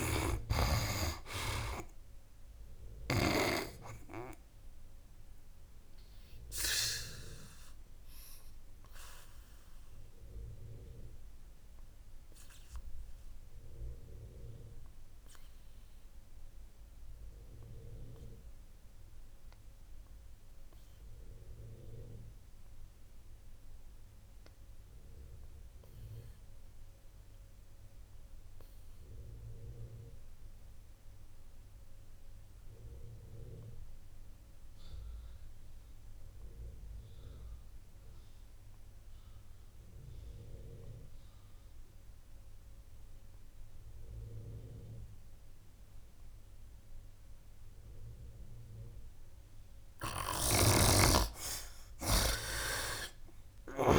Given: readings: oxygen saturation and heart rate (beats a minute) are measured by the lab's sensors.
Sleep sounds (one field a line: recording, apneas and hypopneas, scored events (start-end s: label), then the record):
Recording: breathing in sleep by a room microphone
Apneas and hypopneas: 1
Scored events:
0.00-3.00 s: snoring (device-marked)
0.00-23.50 s: oxygen desaturation (device-marked, oxygen 69% lowest, heart rate 61 extreme)
5.00-49.50 s: obstructive apnea (oxygen 98% before, 63% lowest, heart rate 77 before, 61 extreme, up 21 after)
25.50-53.99 s: oxygen desaturation (device-marked, oxygen 98% before, 63% lowest, heart rate 70 before, 61 extreme)
49.50-53.99 s: snoring (device-marked)
From the record:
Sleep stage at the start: N2 (light sleep)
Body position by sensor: on the back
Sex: male